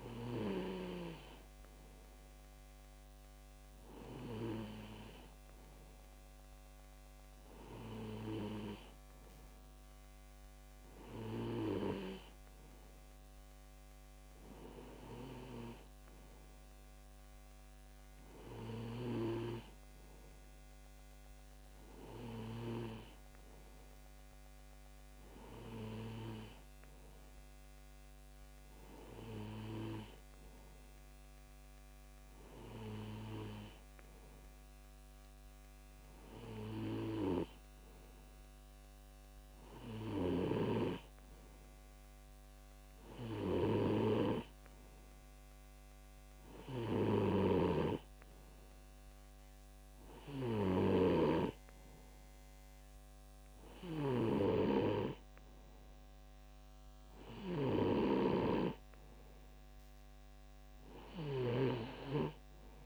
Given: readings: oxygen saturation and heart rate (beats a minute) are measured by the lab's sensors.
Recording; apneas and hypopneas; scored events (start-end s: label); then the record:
breathing in sleep by a microphone on the trachea; none
22.50-30.50 s: bradycardia (device-marked, heart rate 61 before, 58 extreme)
From the record:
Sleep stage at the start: N2 (light sleep); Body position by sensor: on the left side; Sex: male